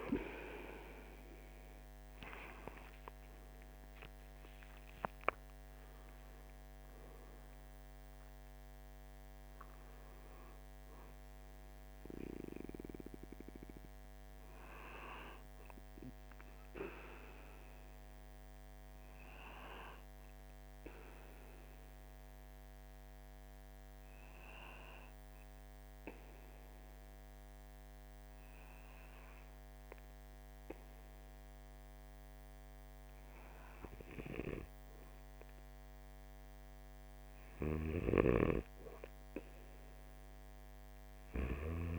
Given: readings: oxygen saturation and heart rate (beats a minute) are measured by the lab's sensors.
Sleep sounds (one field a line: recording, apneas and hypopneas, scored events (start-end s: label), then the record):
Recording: breathing in sleep by a microphone on the trachea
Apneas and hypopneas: 1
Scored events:
0.00-20.50 s: oxygen desaturation (device-marked, oxygen 94% lowest, heart rate 44 extreme)
21.50-37.00 s: obstructive apnea (oxygen 97% before, 95% lowest, heart rate 48 before, 44 extreme, up 4 after)
From the record:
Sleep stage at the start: N2 (light sleep)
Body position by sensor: on the right side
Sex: male